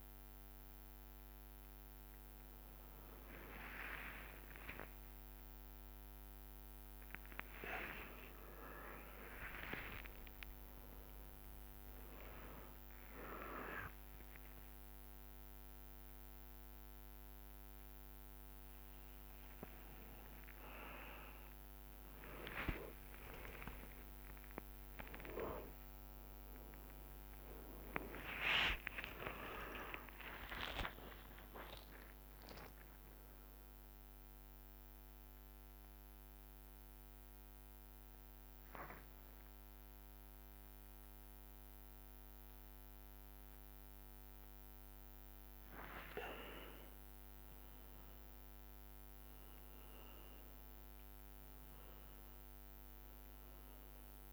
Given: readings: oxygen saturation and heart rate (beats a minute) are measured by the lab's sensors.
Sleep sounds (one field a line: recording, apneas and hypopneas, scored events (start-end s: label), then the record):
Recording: a person awake in a sleep study, by a microphone on the trachea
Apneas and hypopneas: none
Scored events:
2.50-14.50 s: tachycardia (device-marked, heart rate 67 before, 188 extreme)
4.50-6.50 s: long interval between heartbeats (device-marked, heart rate 91 before, 96 extreme)
8.00-10.00 s: long interval between heartbeats (device-marked, heart rate 89 before, 134 extreme)
10.00-12.00 s: long interval between heartbeats (device-marked, heart rate 91 before, 176 extreme)
14.00-16.00 s: long interval between heartbeats (device-marked, heart rate 104 before, 155 extreme)
16.50-25.50 s: oxygen desaturation (device-marked, oxygen 98% before, 94% lowest, heart rate 114 before, 67 extreme)
20.50-29.50 s: tachycardia (device-marked, heart rate 70 before, 160 extreme)
22.50-24.50 s: long interval between heartbeats (device-marked, heart rate 119 before, 98 extreme)
26.00-28.00 s: long interval between heartbeats (device-marked, heart rate 125 before, 147 extreme)
29.50-31.50 s: long interval between heartbeats (device-marked, heart rate 130 before, 126 extreme)
36.50-47.50 s: drop in pulse transit time (device-marked, heart rate 109 before, 67 extreme)
From the record:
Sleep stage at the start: awake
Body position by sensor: on the back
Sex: male